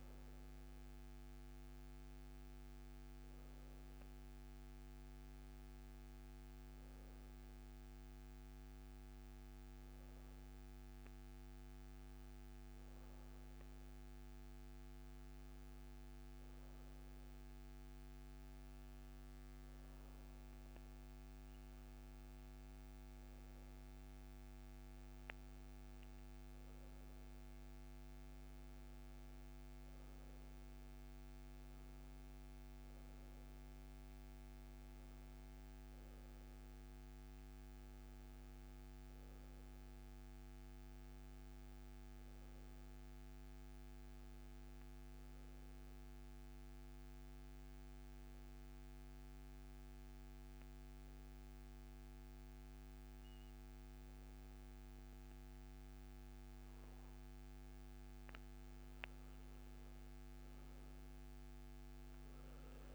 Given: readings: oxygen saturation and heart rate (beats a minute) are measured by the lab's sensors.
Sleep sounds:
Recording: breathing in sleep, hard to hear, by a microphone on the trachea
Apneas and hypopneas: none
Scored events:
27.50-45.50 s: oxygen desaturation (device-marked, oxygen 95% before, 91% lowest, heart rate 69 before, 67 extreme)
60.50-62.95 s: oxygen desaturation (device-marked, oxygen 95% before, 86% lowest, heart rate 70 before, 72 extreme)
From the record:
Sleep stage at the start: N1 (lightest sleep)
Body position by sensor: on the back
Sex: male

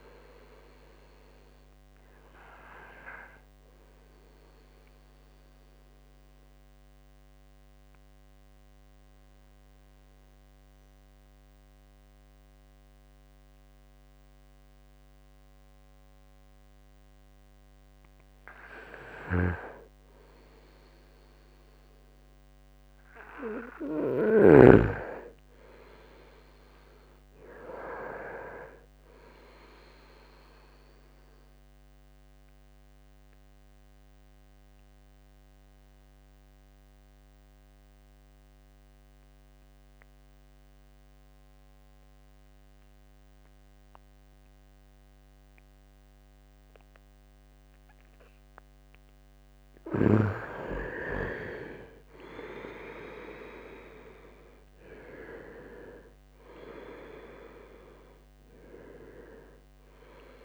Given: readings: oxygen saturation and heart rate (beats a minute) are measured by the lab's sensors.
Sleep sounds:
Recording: breathing in sleep by a microphone on the trachea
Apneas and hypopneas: 2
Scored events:
0.50-18.50 s: oxygen desaturation (device-marked, oxygen 97% before, 92% lowest, heart rate 69 before, 66 extreme)
6.50-17.50 s: obstructive apnea (oxygen 98% before, 90% lowest, heart rate 71 before, 66 extreme, up 2 after)
20.00-24.50 s: arousal
31.00-48.00 s: obstructive apnea (oxygen 97% before, 89% lowest, heart rate 68 before, 62 extreme, up 5 after)
50.00-53.50 s: arousal
54.50-60.45 s: oxygen desaturation (device-marked, oxygen 97% before, 90% lowest, heart rate 67 before, 62 extreme)
From the record:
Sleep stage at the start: N2 (light sleep)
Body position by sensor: on the right side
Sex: male

